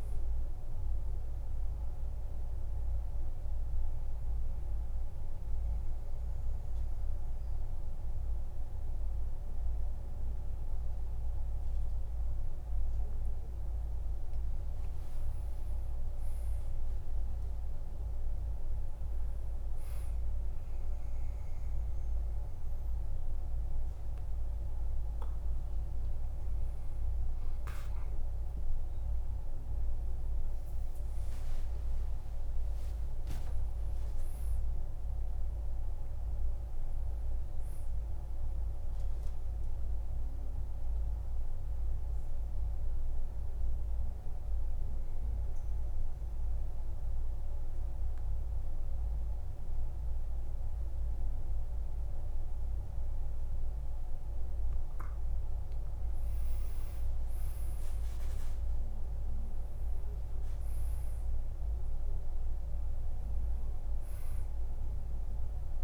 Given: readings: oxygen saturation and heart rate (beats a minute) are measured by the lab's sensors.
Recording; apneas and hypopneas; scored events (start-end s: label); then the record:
breathing in sleep, hard to hear, by a room microphone; 2
0.00-10.00 s: oxygen desaturation (device-marked, oxygen 84% lowest, heart rate 49 extreme)
4.50-14.50 s: central apnea (oxygen 95% before, 93% lowest, heart rate 72 before, 49 extreme, up 13 after)
30.50-34.50 s: arousal
43.00-56.00 s: obstructive apnea (oxygen 100% before, 91% lowest, heart rate 57 before, 49 extreme, up 16 after)
58.00-61.00 s: arousal
62.00-65.84 s: oxygen desaturation (device-marked, oxygen 97% before, 93% lowest, heart rate 55 before, 49 extreme)
From the record:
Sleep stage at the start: N2 (light sleep); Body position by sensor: on the back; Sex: male